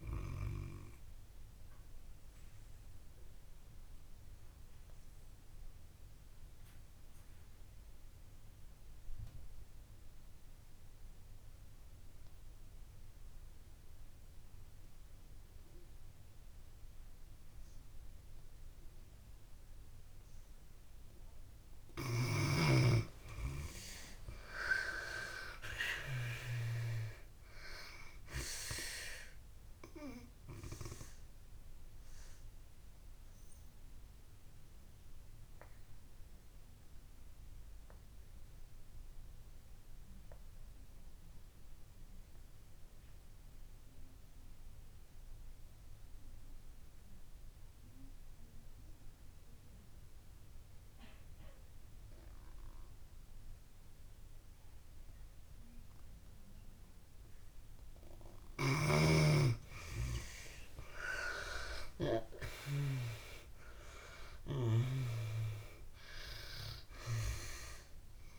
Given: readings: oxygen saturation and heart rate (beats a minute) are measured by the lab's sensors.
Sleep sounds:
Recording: breathing in sleep by a room microphone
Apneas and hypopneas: 2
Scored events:
0.00-18.50 s: oxygen desaturation (device-marked, oxygen 71% lowest)
1.00-22.00 s: obstructive apnea (oxygen 96% before, 70% lowest)
20.50-50.50 s: oxygen desaturation (device-marked, oxygen 97% before, 74% lowest)
24.00-27.50 s: arousal
30.00-57.00 s: obstructive apnea (oxygen 97% before, 70% lowest)
52.50-68.39 s: oxygen desaturation (device-marked, oxygen 96% before, 70% lowest)
60.00-63.50 s: arousal
From the record:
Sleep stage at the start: N2 (light sleep)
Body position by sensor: on the back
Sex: female

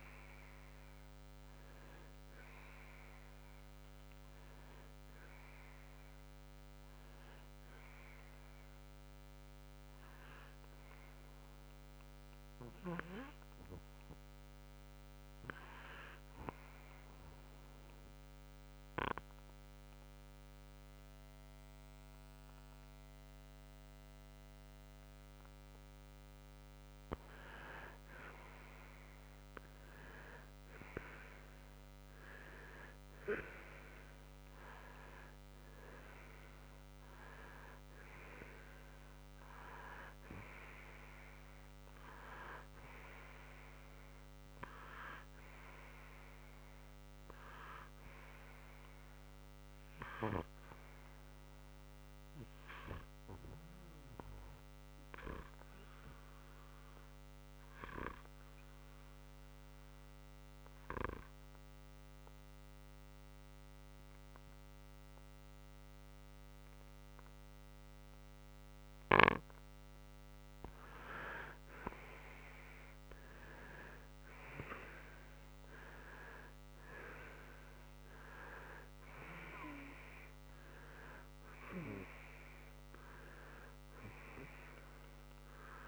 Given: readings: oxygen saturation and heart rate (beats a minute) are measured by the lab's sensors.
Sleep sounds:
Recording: breathing in sleep by a microphone on the trachea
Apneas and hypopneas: 2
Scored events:
16.50-27.50 s: obstructive apnea (oxygen 94% before, 91% lowest, heart rate 63 before, 60 extreme, up 6 after)
30.00-34.00 s: arousal
35.50-58.50 s: oxygen desaturation (device-marked, oxygen 96% before, 91% lowest, heart rate 61 before, 58 extreme)
54.00-70.00 s: obstructive apnea (oxygen 96% before, 91% lowest, heart rate 65 before, 58 extreme, up 6 after)
71.50-75.00 s: arousal
From the record:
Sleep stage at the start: N2 (light sleep)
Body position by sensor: on the right side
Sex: male

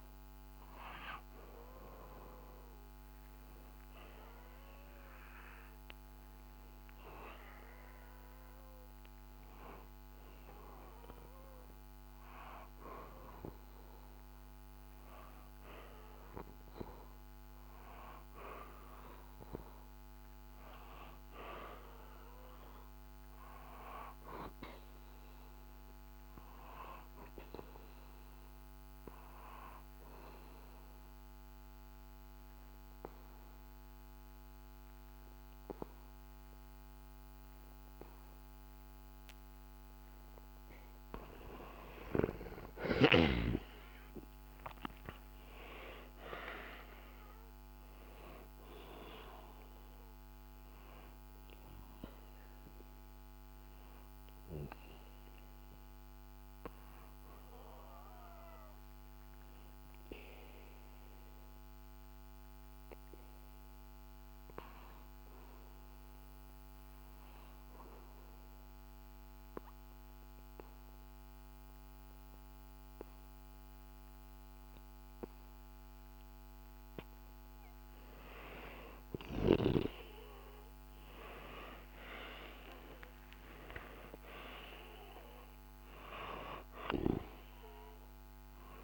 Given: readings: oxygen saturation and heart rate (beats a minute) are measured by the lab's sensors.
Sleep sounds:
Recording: breathing in sleep by a microphone on the trachea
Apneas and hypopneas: 2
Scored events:
25.00-39.50 s: obstructive apnea (oxygen 94% before, 90% lowest, heart rate 65 before, 64 extreme, up 3 after)
41.50-46.00 s: arousal
45.50-70.50 s: oxygen desaturation (device-marked, oxygen 97% before, 90% lowest, heart rate 64 before, 62 extreme)
54.50-76.50 s: obstructive apnea (oxygen 98% before, 90% lowest, heart rate 67 before, 62 extreme, up 0 after)
78.50-83.50 s: arousal
From the record:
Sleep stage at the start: REM sleep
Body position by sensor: on the back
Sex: male

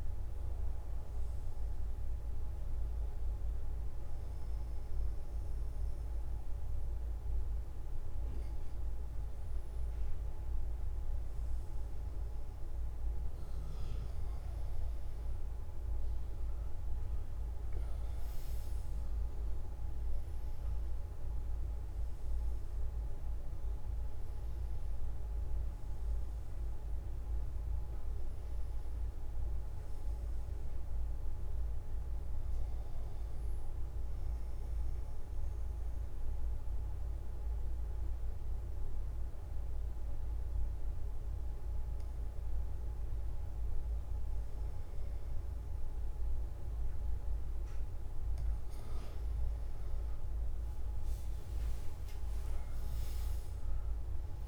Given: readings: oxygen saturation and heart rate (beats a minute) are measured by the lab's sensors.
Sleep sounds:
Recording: breathing in sleep, hard to hear, by a room microphone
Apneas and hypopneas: 1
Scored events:
34.00-44.00 s: obstructive apnea (oxygen 97% before, 95% lowest)
47.50-54.48 s: new sleep stage, N2 (light sleep)
From the record:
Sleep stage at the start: N1 (lightest sleep)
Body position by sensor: on the back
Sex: male

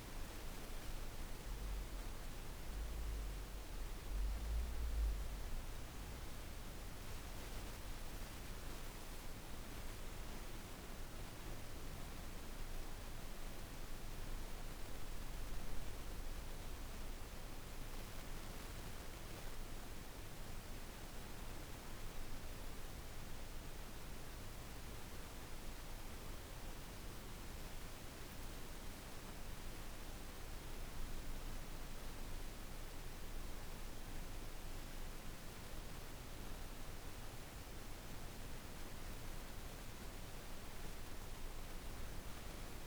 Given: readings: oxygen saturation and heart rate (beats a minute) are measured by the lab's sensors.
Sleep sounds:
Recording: a person awake in a sleep study, hard to hear, by a room microphone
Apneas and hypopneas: none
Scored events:
none scored
From the record:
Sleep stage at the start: awake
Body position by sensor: on the back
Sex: female

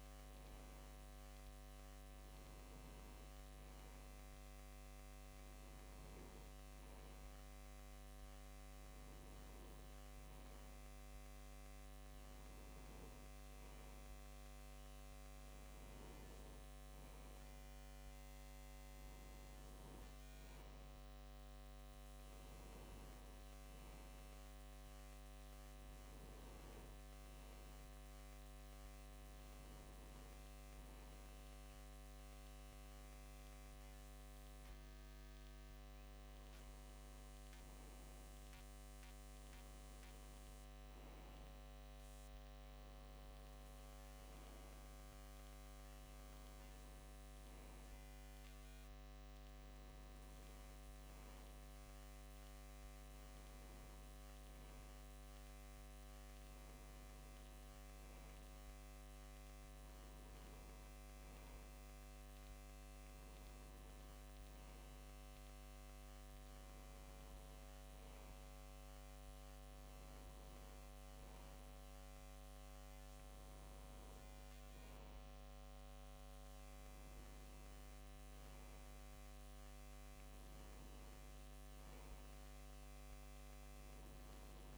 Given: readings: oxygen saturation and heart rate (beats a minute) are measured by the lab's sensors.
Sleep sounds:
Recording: breathing in sleep, hard to hear, by a microphone on the trachea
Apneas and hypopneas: none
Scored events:
34.50-39.50 s: arousal
35.50-37.50 s: long interval between heartbeats (device-marked, heart rate 61 before, 70 extreme)
From the record:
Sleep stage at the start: N2 (light sleep)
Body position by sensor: on the left side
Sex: male

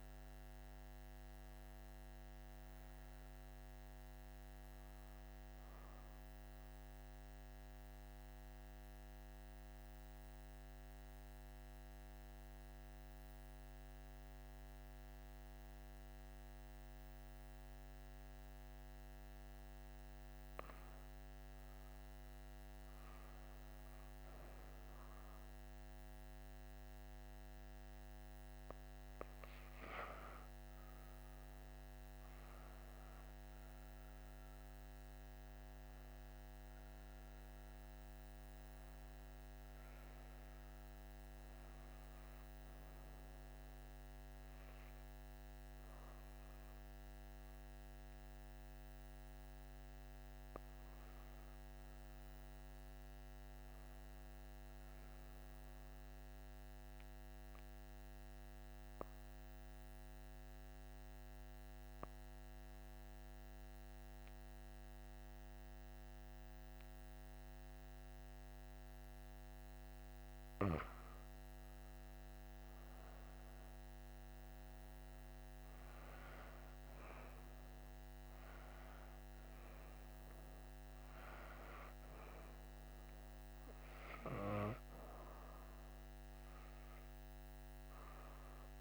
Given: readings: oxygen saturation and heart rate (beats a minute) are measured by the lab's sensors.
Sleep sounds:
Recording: breathing in sleep, hard to hear, by a microphone on the trachea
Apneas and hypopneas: 2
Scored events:
0.00-10.00 s: oxygen desaturation (device-marked, oxygen 90% lowest, heart rate 56 extreme)
7.00-20.00 s: obstructive apnea (oxygen 95% before, 89% lowest, heart rate 84 before, 56 extreme, up 8 after)
18.00-88.81 s: new sleep stage, N2 (light sleep)
21.50-25.50 s: arousal
27.00-58.00 s: oxygen desaturation (device-marked, oxygen 98% before, 89% lowest, heart rate 61 before, 59 extreme)
56.50-70.00 s: obstructive apnea (oxygen 96% before, 88% lowest, heart rate 68 before, 59 extreme, up 11 after)
71.50-75.00 s: arousal
75.00-88.81 s: oxygen desaturation (device-marked, oxygen 96% before, 88% lowest, heart rate 63 before, 46 extreme)
From the record:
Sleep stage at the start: N1 (lightest sleep)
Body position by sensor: on the left side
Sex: female

